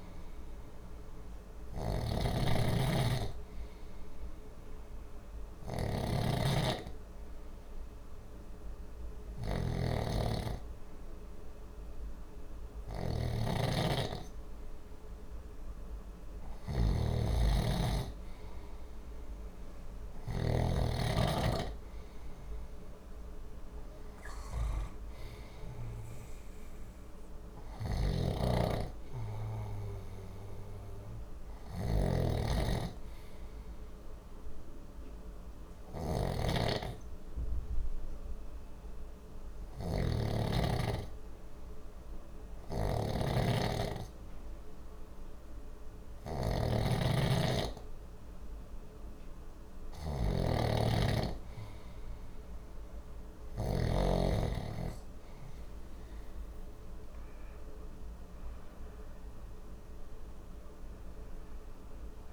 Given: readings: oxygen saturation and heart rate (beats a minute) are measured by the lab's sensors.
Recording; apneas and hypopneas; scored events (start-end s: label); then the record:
breathing in sleep by a room microphone; none
0.00-20.00 s: snoring (device-marked)
27.50-53.50 s: snoring (device-marked)
56.50-62.00 s: arousal
From the record:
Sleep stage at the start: N2 (light sleep); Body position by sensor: on the left side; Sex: male